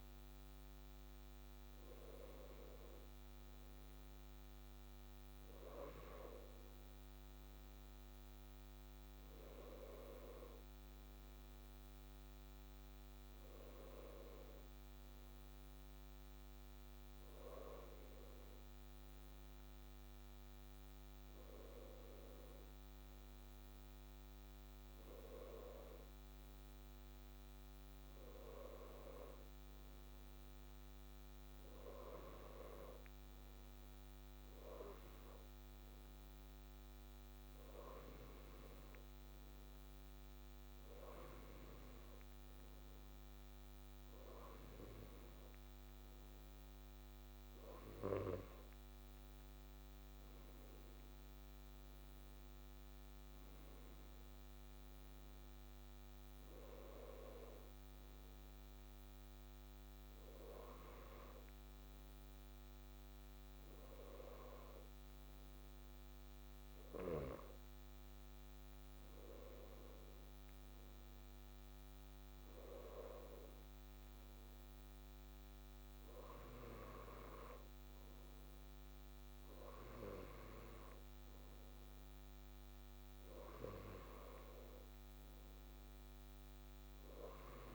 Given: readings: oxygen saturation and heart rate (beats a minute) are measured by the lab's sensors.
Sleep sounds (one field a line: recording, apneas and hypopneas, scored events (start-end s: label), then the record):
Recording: breathing in sleep by a microphone on the trachea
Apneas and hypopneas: none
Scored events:
none scored
From the record:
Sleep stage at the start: N2 (light sleep)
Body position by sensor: on the left side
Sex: male